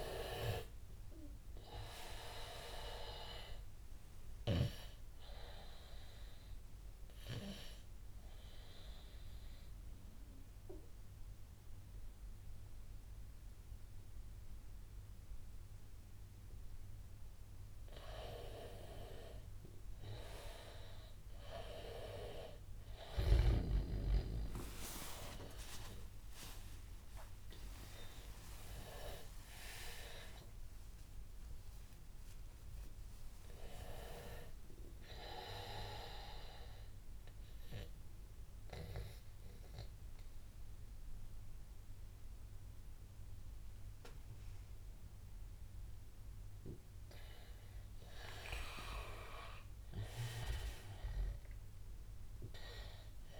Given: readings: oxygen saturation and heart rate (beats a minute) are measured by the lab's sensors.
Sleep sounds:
breathing in sleep by a room microphone; 2
0.00-2.00 s: arousal
0.00-24.00 s: oxygen desaturation (device-marked, oxygen 91% lowest, heart rate 86 extreme)
6.50-18.00 s: obstructive apnea (oxygen 97% before, 91% lowest, heart rate 90 before, 88 extreme, up 5 after)
25.00-30.00 s: arousal
38.00-48.00 s: obstructive apnea (oxygen 98% before, 92% lowest, heart rate 94 before, 85 extreme, up 10 after)
50.00-53.00 s: arousal
From the record:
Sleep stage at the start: N2 (light sleep); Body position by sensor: on the back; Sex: male

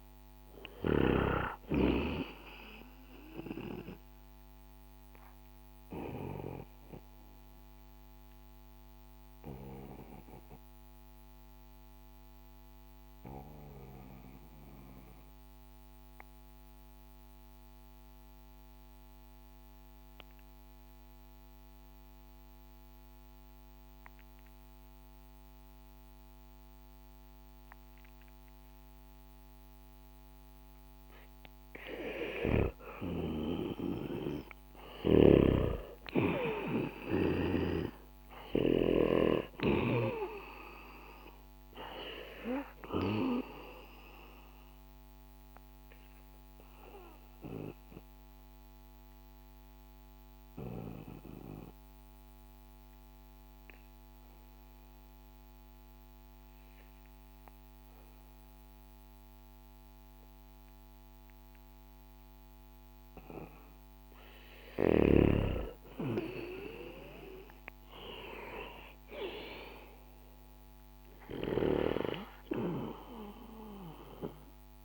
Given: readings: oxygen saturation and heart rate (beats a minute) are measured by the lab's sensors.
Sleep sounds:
breathing in sleep by a microphone on the trachea; 2
0.00-1.00 s: snoring (device-marked)
0.00-19.00 s: oxygen desaturation (device-marked, oxygen 90% lowest, heart rate 62 extreme)
6.50-31.00 s: obstructive apnea (oxygen 97% before, 90% lowest, heart rate 66 before, 62 extreme, up 6 after)
29.00-59.00 s: oxygen desaturation (device-marked, oxygen 98% before, 91% lowest, heart rate 63 before, 61 extreme)
32.50-36.50 s: arousal
34.50-38.50 s: snoring (device-marked)
44.00-63.50 s: hypopnea (oxygen 98% before, 91% lowest, heart rate 66 before, 60 extreme, up 6 after)
65.50-68.50 s: arousal
From the record:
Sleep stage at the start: N2 (light sleep); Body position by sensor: on the back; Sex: male

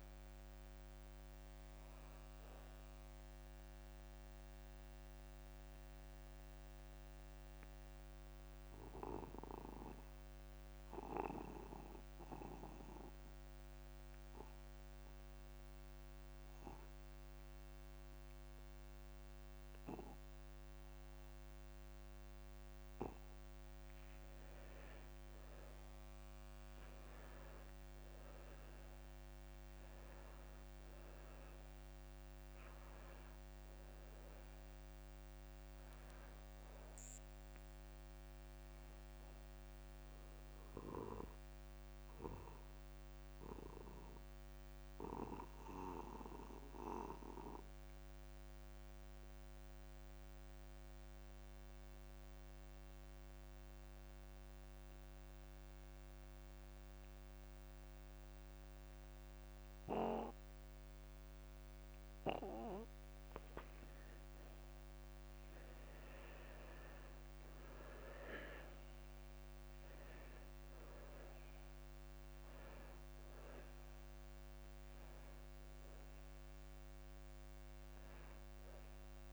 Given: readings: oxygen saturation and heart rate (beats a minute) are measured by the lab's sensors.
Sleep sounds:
breathing in sleep by a microphone on the trachea; 2
0.00-10.50 s: oxygen desaturation (device-marked, oxygen 86% lowest)
5.50-24.00 s: mixed apnea (oxygen 96% before, 86% lowest)
26.50-52.50 s: oxygen desaturation (device-marked, oxygen 99% before, 90% lowest)
28.00-33.00 s: arousal
40.50-63.50 s: mixed apnea (oxygen 99% before, 87% lowest)
63.50-79.33 s: oxygen desaturation (device-marked, oxygen 97% before, 87% lowest)
67.00-71.00 s: arousal
From the record:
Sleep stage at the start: N2 (light sleep); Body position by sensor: on the back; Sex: male

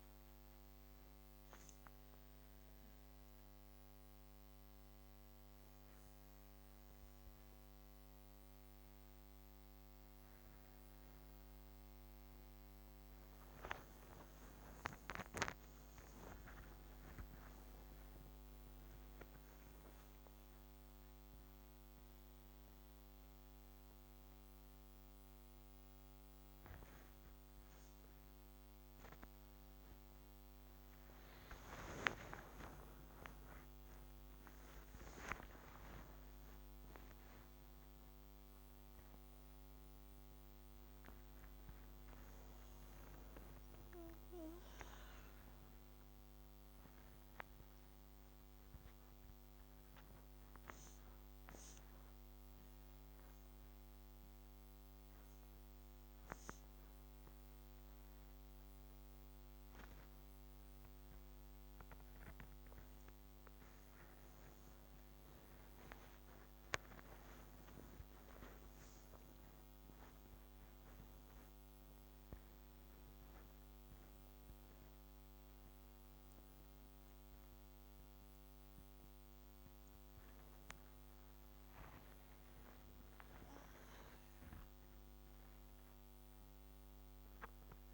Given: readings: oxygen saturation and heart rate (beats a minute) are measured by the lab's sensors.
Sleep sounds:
a person awake in a sleep study, by a microphone on the trachea; none
none scored
From the record:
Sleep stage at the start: awake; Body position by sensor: on the back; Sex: female

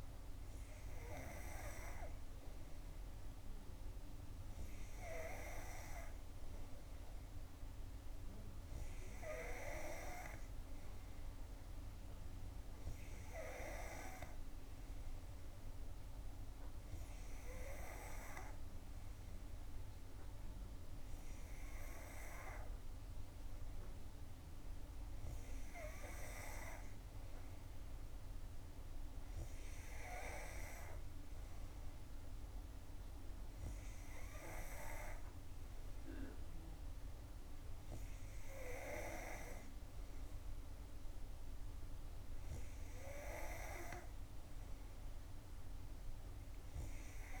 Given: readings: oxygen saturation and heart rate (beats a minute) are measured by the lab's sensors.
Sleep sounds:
breathing in sleep by a room microphone; none
none scored
From the record:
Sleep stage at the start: N3 (deep sleep); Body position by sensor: on the back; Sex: female

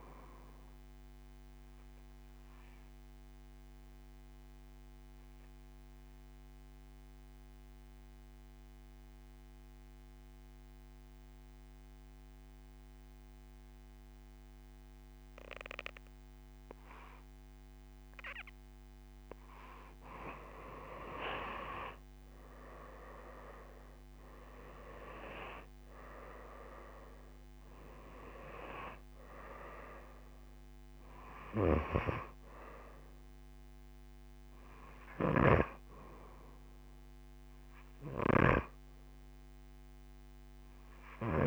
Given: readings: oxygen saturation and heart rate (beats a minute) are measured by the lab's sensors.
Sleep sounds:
breathing in sleep by a microphone on the trachea; 1
1.00-19.00 s: obstructive apnea (oxygen 94% before, 88% lowest)
21.50-25.50 s: arousal
22.50-41.47 s: oxygen desaturation (device-marked, oxygen 96% before, 88% lowest)
From the record:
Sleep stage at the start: N2 (light sleep); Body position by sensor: on the right side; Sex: female

